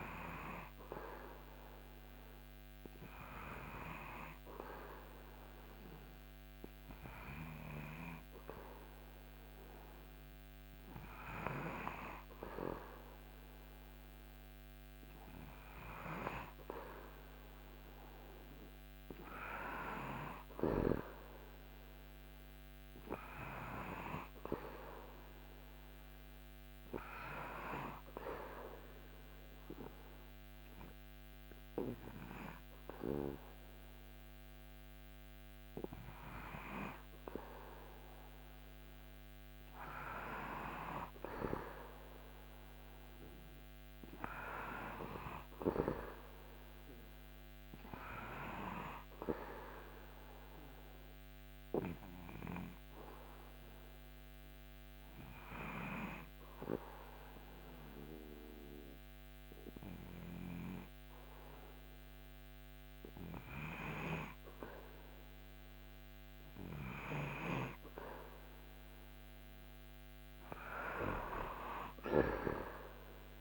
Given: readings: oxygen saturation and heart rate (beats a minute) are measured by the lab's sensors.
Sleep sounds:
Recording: breathing in sleep by a microphone on the trachea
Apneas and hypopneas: 2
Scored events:
19.50-23.50 s: arousal
28.00-38.00 s: hypopnea (oxygen 97% before, 93% lowest, heart rate 80 before, 79 extreme, up 3 after)
44.50-48.50 s: arousal
52.00-65.00 s: hypopnea (oxygen 96% before, 93% lowest, heart rate 81 before, 77 extreme, up 1 after)
68.00-71.50 s: arousal
68.00-73.41 s: oxygen desaturation (device-marked, oxygen 97% before, 93% lowest, heart rate 80 before, 78 extreme)
From the record:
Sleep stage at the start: N2 (light sleep)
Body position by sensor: on the back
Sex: male

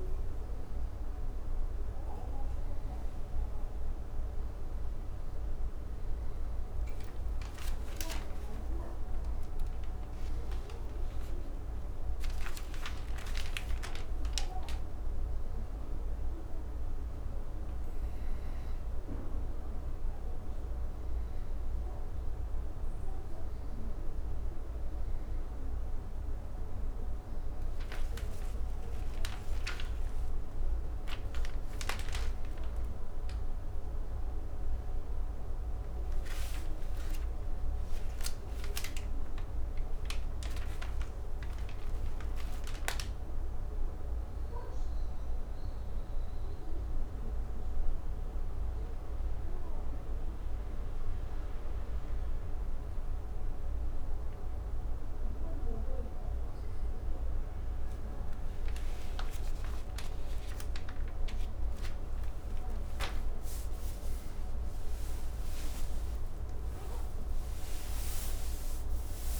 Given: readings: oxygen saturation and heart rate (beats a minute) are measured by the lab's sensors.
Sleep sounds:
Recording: a person awake in a sleep study, by a room microphone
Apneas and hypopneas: none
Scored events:
none scored
From the record:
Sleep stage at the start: awake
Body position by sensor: on the back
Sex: male

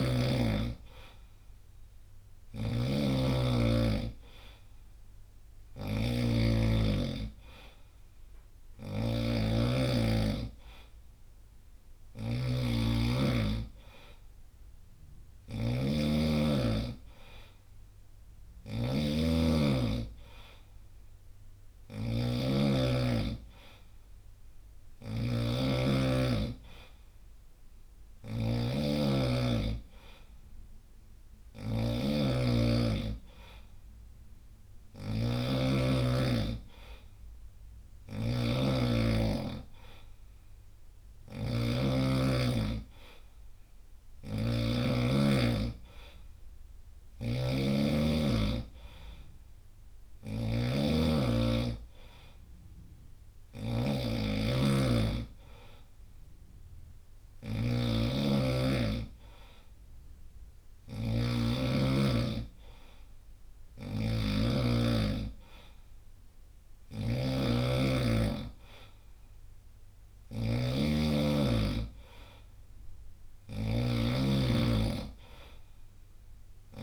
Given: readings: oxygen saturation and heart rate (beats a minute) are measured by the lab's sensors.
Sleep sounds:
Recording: breathing in sleep by a room microphone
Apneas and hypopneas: none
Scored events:
0.00-61.00 s: snoring (device-marked)
63.00-76.83 s: snoring (device-marked)
From the record:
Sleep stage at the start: N2 (light sleep)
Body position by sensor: on the right side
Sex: male

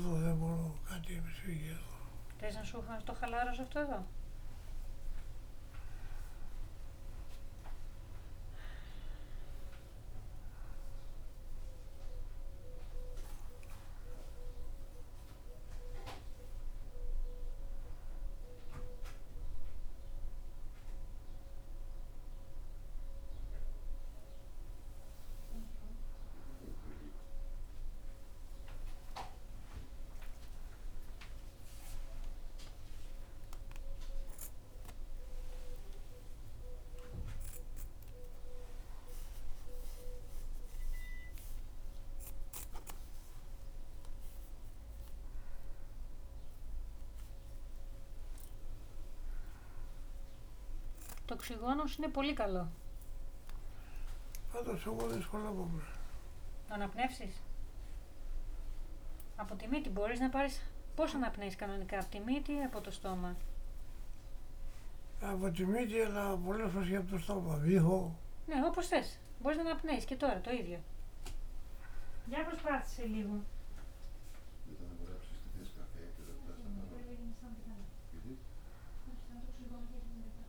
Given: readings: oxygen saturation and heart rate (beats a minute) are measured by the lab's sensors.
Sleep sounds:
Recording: a person awake in a sleep study, by a room microphone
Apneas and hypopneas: none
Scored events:
75.50-80.49 s: new sleep stage, N1 (lightest sleep)
From the record:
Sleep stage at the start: awake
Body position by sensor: on the back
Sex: male

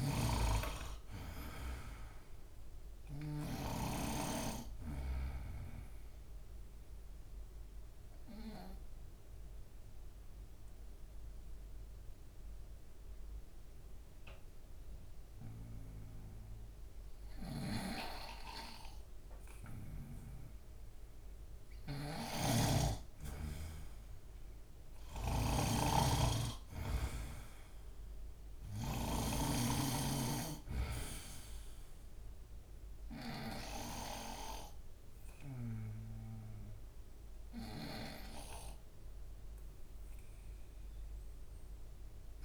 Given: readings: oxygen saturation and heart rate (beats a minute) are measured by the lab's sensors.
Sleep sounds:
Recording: breathing in sleep by a room microphone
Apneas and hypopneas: 1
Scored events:
0.00-3.50 s: snoring (device-marked)
4.50-19.50 s: obstructive apnea (oxygen 98% before, 90% lowest, heart rate 72 before, 70 extreme, up 4 after)
11.50-26.50 s: oxygen desaturation (device-marked, oxygen 97% before, 90% lowest, heart rate 73 before, 71 extreme)
21.50-29.00 s: snoring (device-marked)
22.50-26.50 s: arousal
37.50-42.45 s: oxygen desaturation (device-marked, oxygen 98% before, 92% lowest, heart rate 74 before, 70 extreme)
From the record:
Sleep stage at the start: N2 (light sleep)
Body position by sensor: on the right side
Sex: male

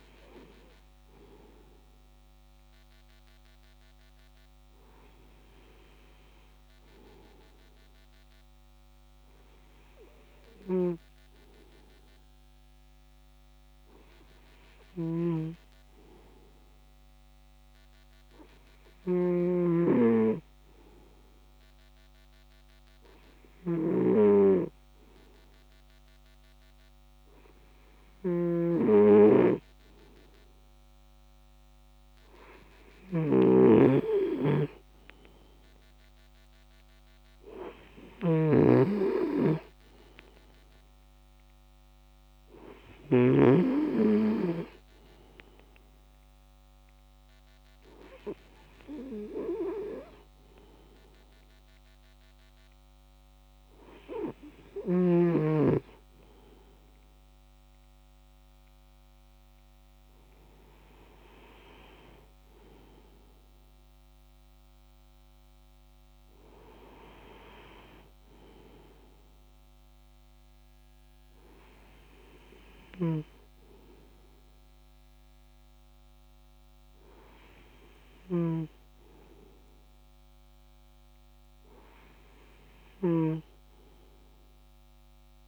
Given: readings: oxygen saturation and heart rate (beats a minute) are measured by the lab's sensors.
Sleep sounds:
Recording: breathing in sleep by a microphone on the trachea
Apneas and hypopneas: none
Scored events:
33.00-43.50 s: snoring (device-marked)
From the record:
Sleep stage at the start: N2 (light sleep)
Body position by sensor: on the right side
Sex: male

